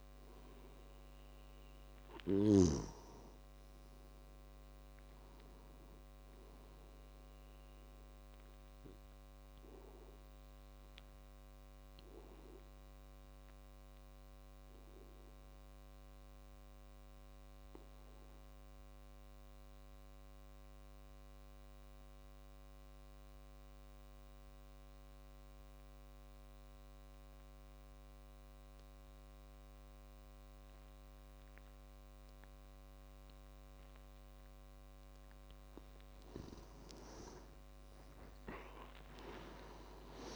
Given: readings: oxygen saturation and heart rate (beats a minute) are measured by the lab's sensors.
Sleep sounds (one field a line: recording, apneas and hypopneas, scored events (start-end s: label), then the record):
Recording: breathing in sleep by a microphone on the trachea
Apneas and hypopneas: 1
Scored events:
4.00-26.00 s: oxygen desaturation (device-marked, oxygen 97% before, 92% lowest)
9.00-35.00 s: obstructive apnea (oxygen 98% before, 89% lowest)
37.50-40.36 s: arousal
38.00-40.36 s: oxygen desaturation (device-marked, oxygen 98% before, 89% lowest)
From the record:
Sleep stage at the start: N2 (light sleep)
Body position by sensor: on the back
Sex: male